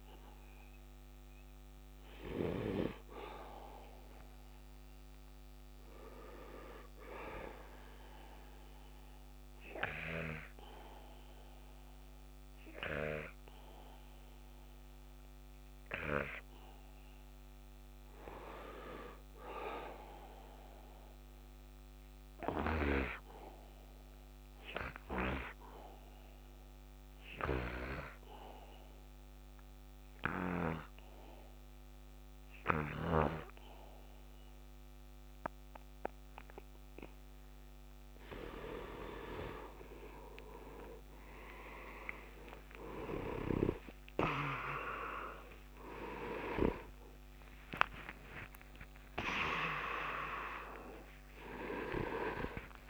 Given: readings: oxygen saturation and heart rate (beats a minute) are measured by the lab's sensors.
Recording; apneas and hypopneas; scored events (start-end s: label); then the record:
breathing in sleep by a microphone on the trachea; 2
0.00-6.00 s: oxygen desaturation (device-marked, oxygen 75% lowest, heart rate 67 extreme)
6.00-19.00 s: obstructive apnea (oxygen 94% before, 83% lowest, heart rate 75 before, 75 extreme, up 1 after)
20.50-24.50 s: arousal
25.00-34.00 s: oxygen desaturation (device-marked, oxygen 98% before, 93% lowest, heart rate 76 before, 75 extreme)
28.00-40.50 s: obstructive apnea (oxygen 100% before, 83% lowest, heart rate 76 before, 75 extreme)
41.00-52.90 s: oxygen desaturation (device-marked, oxygen 96% before, 83% lowest, heart rate 76 before, 70 extreme)
43.50-49.00 s: arousal
From the record:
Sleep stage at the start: N2 (light sleep); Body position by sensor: on the right side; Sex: male